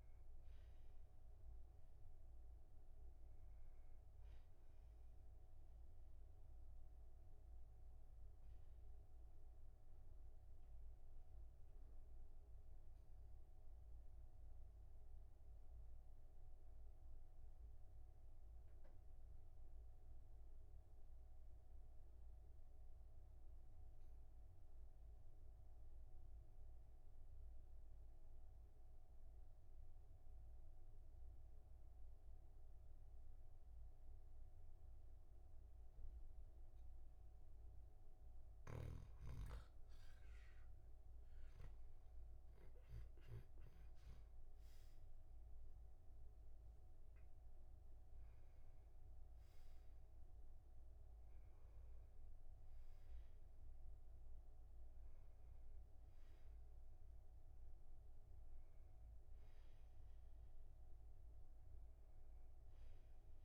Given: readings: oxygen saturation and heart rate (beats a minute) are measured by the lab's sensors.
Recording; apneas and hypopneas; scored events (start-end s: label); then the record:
breathing in sleep, hard to hear, by a room microphone; 1
7.00-39.00 s: obstructive apnea (oxygen 99% before, 95% lowest, heart rate 50 before, 37 extreme, up 15 after)
40.50-44.00 s: arousal
From the record:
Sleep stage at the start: N2 (light sleep); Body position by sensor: on the back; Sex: male